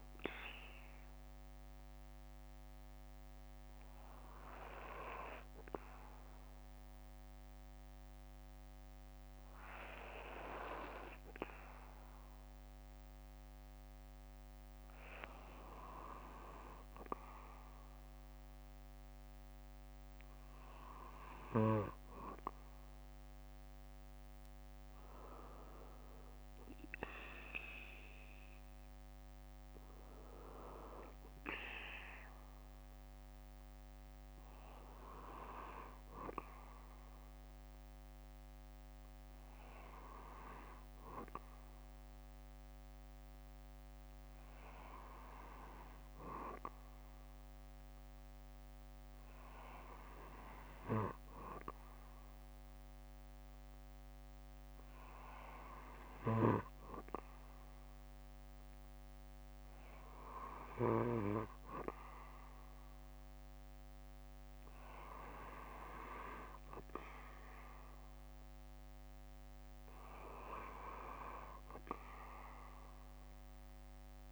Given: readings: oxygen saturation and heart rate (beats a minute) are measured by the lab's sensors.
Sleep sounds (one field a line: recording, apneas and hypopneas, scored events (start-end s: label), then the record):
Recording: breathing in sleep by a microphone on the trachea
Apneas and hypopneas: none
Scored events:
5.50-21.50 s: bradycardia (device-marked, heart rate 60 before, 58 extreme)
27.00-30.50 s: arousal
59.50-61.50 s: bradycardia (device-marked, heart rate 60 before, 61 extreme)
73.00-74.32 s: arousal
From the record:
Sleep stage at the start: N2 (light sleep)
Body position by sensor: on the back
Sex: male